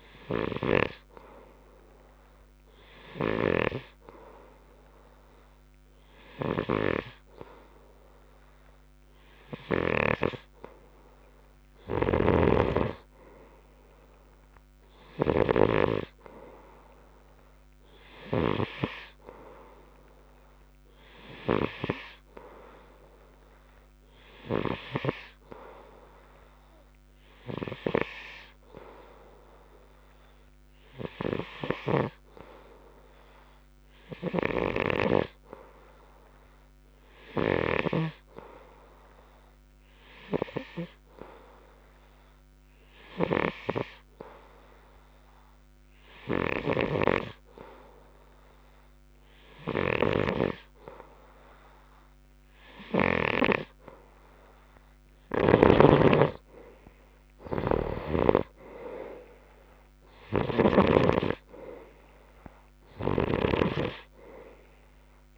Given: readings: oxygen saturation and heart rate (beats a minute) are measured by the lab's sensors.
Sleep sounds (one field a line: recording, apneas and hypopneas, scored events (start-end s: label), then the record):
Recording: breathing in sleep by a microphone on the trachea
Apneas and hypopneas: 1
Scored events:
0.00-1.50 s: snoring (device-marked)
12.50-19.00 s: snoring (device-marked)
25.00-32.50 s: snoring (device-marked)
27.00-31.00 s: arousal
34.00-50.50 s: hypopnea (oxygen 93% before, 90% lowest)
34.50-38.50 s: snoring (device-marked)
47.00-54.00 s: snoring (device-marked)
53.00-57.00 s: arousal
60.50-65.38 s: oxygen desaturation (device-marked, oxygen 93% before, 90% lowest, heart rate 35 before, 58 extreme)
63.50-65.38 s: snoring (device-marked)
From the record:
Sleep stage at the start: N2 (light sleep)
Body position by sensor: on the right side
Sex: male